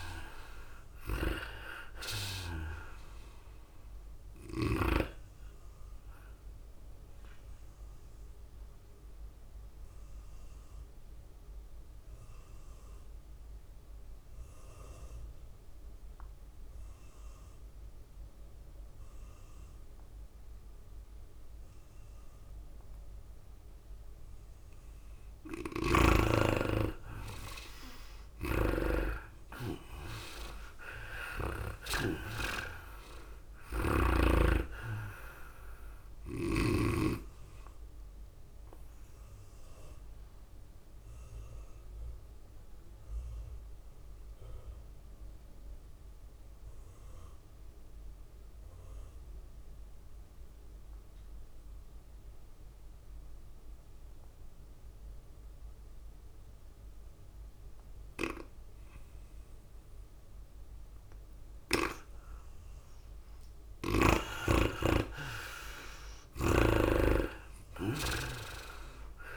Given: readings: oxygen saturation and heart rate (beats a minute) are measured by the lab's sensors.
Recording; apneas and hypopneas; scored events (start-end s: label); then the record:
breathing in sleep by a room microphone; 2
0.00-14.00 s: drop in pulse transit time (device-marked, heart rate 105 extreme)
0.00-15.00 s: oxygen desaturation (device-marked, oxygen 76% lowest, heart rate 100 extreme)
0.00-69.37 s: tachycardia (device-marked, heart rate 111 extreme)
6.50-25.00 s: mixed apnea (oxygen 99% before, 76% lowest, heart rate 104 before, 103 extreme, up 4 after)
26.00-34.50 s: snoring (device-marked)
27.00-47.00 s: oxygen desaturation (device-marked, oxygen 99% before, 82% lowest, heart rate 106 before, 101 extreme)
29.00-32.00 s: arousal
40.00-60.50 s: obstructive apnea (oxygen 99% before, 81% lowest, heart rate 106 before, 98 extreme, up 5 after)
62.00-69.37 s: oxygen desaturation (device-marked, oxygen 98% before, 82% lowest, heart rate 105 before, 96 extreme)
62.50-65.50 s: arousal
68.00-69.37 s: drop in pulse transit time (device-marked, heart rate 103 before, 106 extreme)
From the record:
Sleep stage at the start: N2 (light sleep); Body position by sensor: on the back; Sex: female